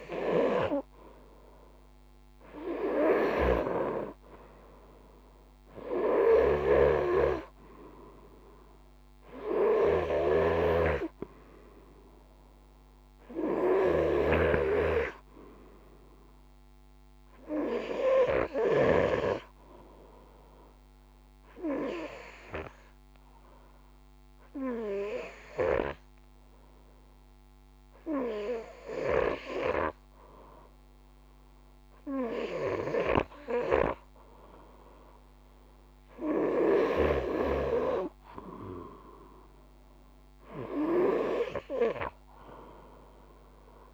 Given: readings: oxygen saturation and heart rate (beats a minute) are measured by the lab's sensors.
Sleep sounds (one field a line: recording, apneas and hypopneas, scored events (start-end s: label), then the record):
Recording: breathing in sleep by a microphone on the trachea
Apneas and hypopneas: 1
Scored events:
0.00-23.00 s: oxygen desaturation (device-marked, oxygen 92% lowest, heart rate 53 extreme)
2.00-18.00 s: snoring (device-marked)
20.50-33.00 s: hypopnea (oxygen 95% before, 92% lowest, heart rate 55 before, 52 extreme, up 3 after)
37.50-41.00 s: arousal
From the record:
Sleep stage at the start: N2 (light sleep)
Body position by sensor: on the front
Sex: male